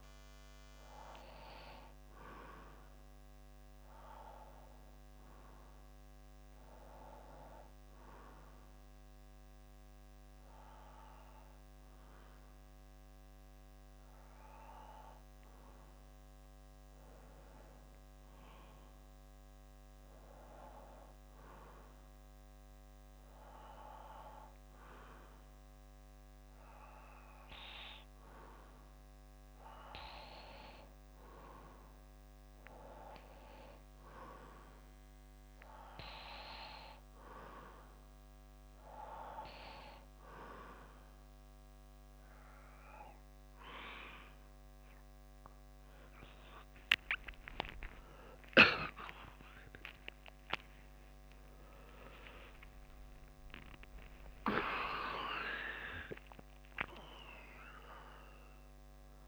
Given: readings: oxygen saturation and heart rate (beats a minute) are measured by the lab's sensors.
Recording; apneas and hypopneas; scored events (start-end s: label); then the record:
breathing in sleep by a microphone on the trachea; 1
4.00-15.50 s: obstructive apnea (oxygen 97% before, 92% lowest, heart rate 61 before, 59 extreme, up 2 after)
10.50-13.50 s: bradycardia (device-marked, heart rate 61 before, 60 extreme)
17.00-20.00 s: arousal
19.50-36.50 s: oxygen desaturation (device-marked, oxygen 96% before, 92% lowest, heart rate 60 before, 59 extreme)
22.50-25.50 s: bradycardia (device-marked, heart rate 61 before, 60 extreme)
47.50-54.00 s: arousal
49.50-55.50 s: tachycardia (device-marked, heart rate 61 before, 118 extreme)
From the record:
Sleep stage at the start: N2 (light sleep); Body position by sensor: on the back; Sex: male